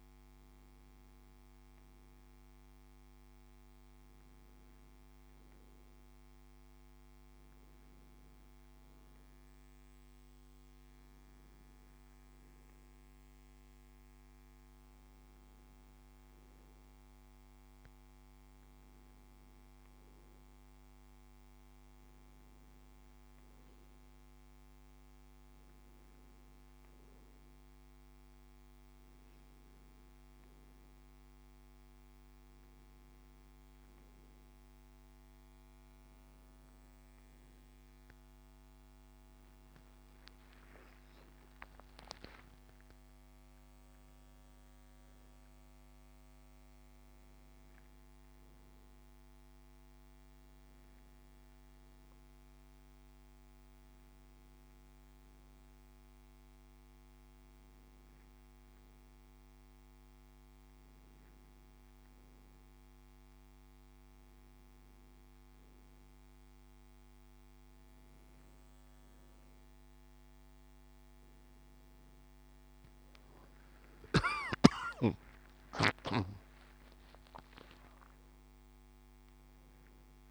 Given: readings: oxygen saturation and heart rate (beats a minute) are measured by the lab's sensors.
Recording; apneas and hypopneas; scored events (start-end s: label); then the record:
breathing in sleep, hard to hear, by a microphone on the trachea; none
72.50-80.31 s: new sleep stage, awake
From the record:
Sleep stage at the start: N2 (light sleep); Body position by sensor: on the back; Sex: male